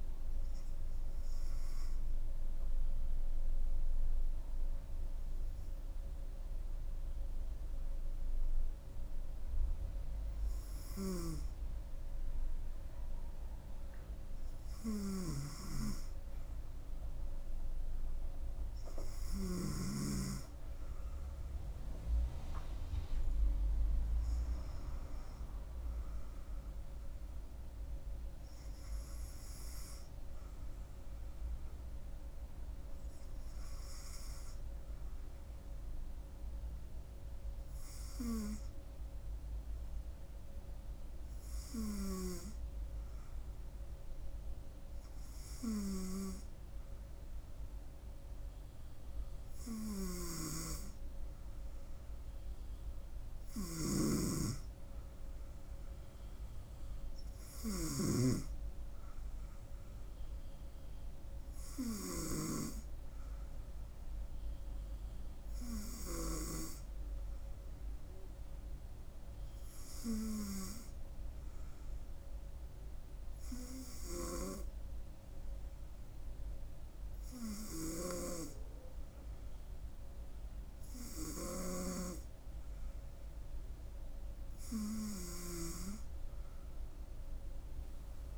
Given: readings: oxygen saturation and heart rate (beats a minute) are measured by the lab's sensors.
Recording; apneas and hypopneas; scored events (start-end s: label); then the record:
breathing in sleep by a room microphone; 3
1.00-11.50 s: hypopnea (oxygen 98% before, 94% lowest, heart rate 68 before, 68 extreme, up 3 after)
14.50-18.50 s: arousal
18.50-39.50 s: oxygen desaturation (device-marked, oxygen 97% before, 94% lowest, heart rate 69 before, 65 extreme)
30.00-47.00 s: hypopnea (oxygen 98% before, 94% lowest, heart rate 70 before, 65 extreme, up 5 after)
51.00-55.00 s: arousal
66.00-83.50 s: hypopnea (oxygen 96% before, 93% lowest, heart rate 69 before, 68 extreme, up 5 after)
From the record:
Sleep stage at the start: N2 (light sleep); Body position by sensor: on the front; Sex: female